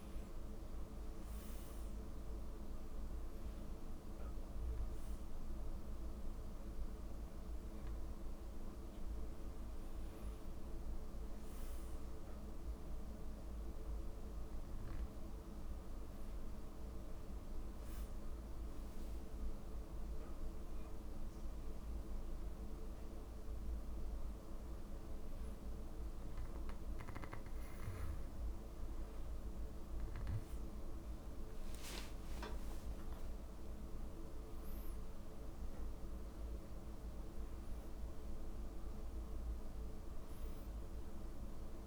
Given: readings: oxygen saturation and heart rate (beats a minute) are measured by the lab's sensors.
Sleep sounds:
a person partly awake in a sleep study, hard to hear, by a room microphone; none
1.00-41.87 s: new sleep stage, N2 (light sleep)
31.00-35.00 s: arousal
From the record:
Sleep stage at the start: awake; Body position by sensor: on the back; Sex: male

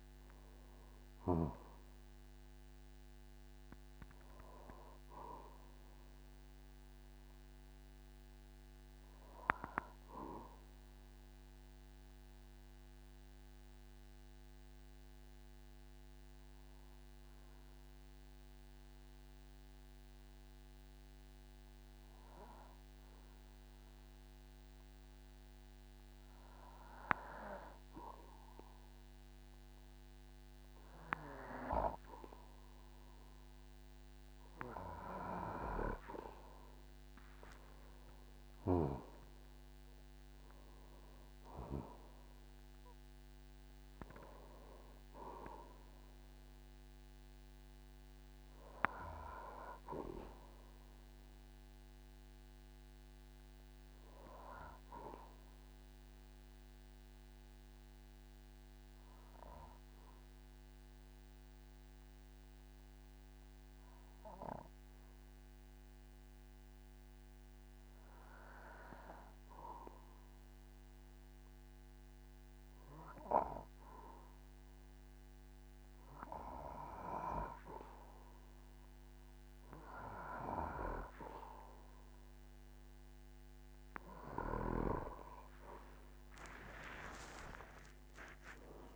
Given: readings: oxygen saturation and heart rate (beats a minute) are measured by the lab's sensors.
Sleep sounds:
breathing in sleep by a microphone on the trachea; 2
0.00-26.00 s: oxygen desaturation (device-marked, oxygen 94% lowest, heart rate 46 extreme)
11.00-29.00 s: mixed apnea (oxygen 99% before, 93% lowest, heart rate 56 before, 46 extreme, up 6 after)
31.00-35.00 s: arousal
36.00-52.00 s: oxygen desaturation (device-marked, oxygen 98% before, 93% lowest, heart rate 49 before, 47 extreme)
55.50-73.50 s: obstructive apnea (oxygen 98% before, 93% lowest, heart rate 56 before, 47 extreme, up 5 after)
79.00-88.96 s: oxygen desaturation (device-marked, oxygen 98% before, 93% lowest, heart rate 49 before, 47 extreme)
85.50-88.96 s: arousal
87.50-88.96 s: long interval between heartbeats (device-marked, heart rate 50 before, 81 extreme)
From the record:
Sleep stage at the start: N2 (light sleep); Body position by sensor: on the back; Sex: male

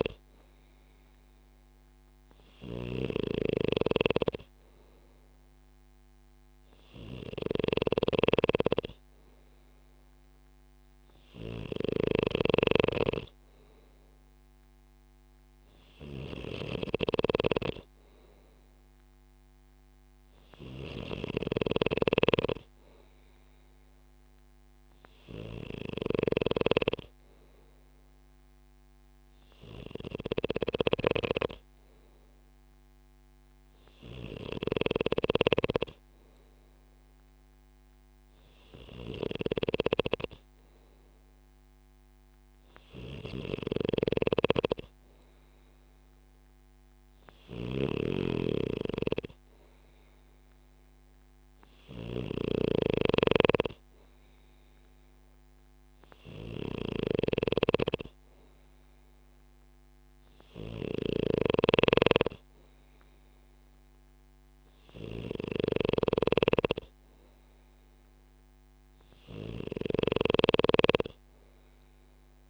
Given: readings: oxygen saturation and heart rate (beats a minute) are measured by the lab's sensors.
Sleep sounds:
breathing in sleep by a microphone on the trachea; none
0.00-72.50 s: snoring (device-marked)
From the record:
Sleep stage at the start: N2 (light sleep); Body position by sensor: on the back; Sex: male

